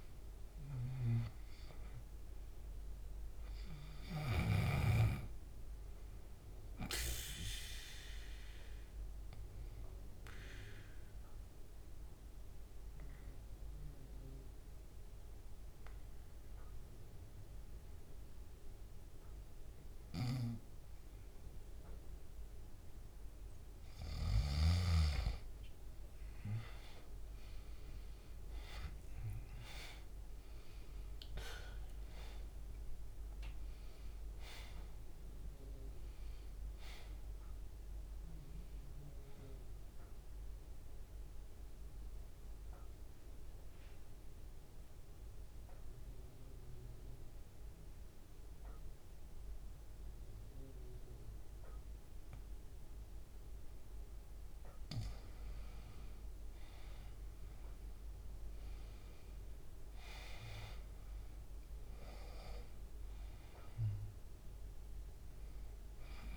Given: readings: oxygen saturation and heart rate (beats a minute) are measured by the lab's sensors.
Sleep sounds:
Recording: breathing in sleep by a room microphone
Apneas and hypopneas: 2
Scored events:
0.00-2.00 s: arousal
0.00-25.00 s: oxygen desaturation (device-marked, oxygen 91% lowest, heart rate 67 extreme)
9.00-23.00 s: obstructive apnea (oxygen 97% before, 88% lowest, heart rate 72 before, 69 extreme, up 4 after)
27.00-32.00 s: arousal
33.00-58.00 s: oxygen desaturation (device-marked, oxygen 98% before, 88% lowest, heart rate 72 before, 64 extreme)
41.00-54.50 s: mixed apnea (oxygen 98% before, 88% lowest, heart rate 74 before, 66 extreme, up 3 after)
58.00-61.50 s: arousal
From the record:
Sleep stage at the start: N2 (light sleep)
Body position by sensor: on the back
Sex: male

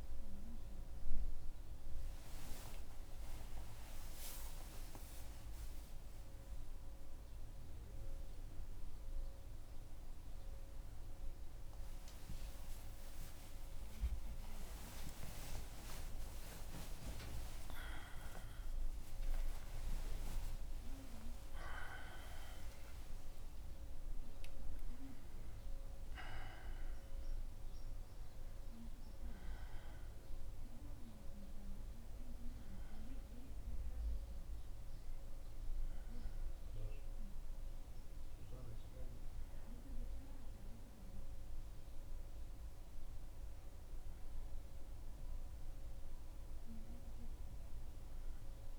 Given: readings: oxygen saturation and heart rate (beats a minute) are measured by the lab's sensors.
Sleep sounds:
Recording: a person awake in a sleep study, by a room microphone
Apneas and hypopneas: none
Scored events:
12.00-18.00 s: tachycardia (device-marked, heart rate 77 before, 126 extreme)
From the record:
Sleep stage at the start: awake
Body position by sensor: on the back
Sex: male

